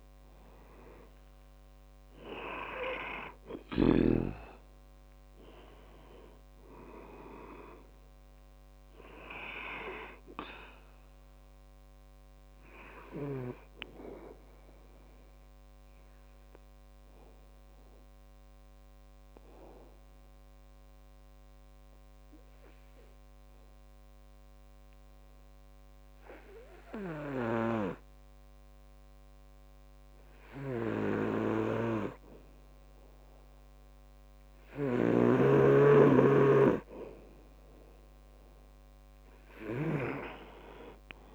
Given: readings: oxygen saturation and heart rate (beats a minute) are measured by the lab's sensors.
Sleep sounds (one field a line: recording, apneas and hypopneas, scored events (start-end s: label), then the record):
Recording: breathing in sleep by a microphone on the trachea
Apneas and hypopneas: 1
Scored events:
0.00-1.00 s: arousal
4.50-25.50 s: oxygen desaturation (device-marked, oxygen 98% before, 92% lowest, heart rate 66 before, 65 extreme)
13.00-32.50 s: obstructive apnea (oxygen 98% before, 90% lowest, heart rate 67 before, 65 extreme, up 3 after)
35.00-40.50 s: snoring (device-marked)
36.00-39.00 s: arousal
39.50-41.35 s: oxygen desaturation (device-marked, oxygen 98% before, 90% lowest, heart rate 67 before, 63 extreme)
From the record:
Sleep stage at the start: N2 (light sleep)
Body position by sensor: on the back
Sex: male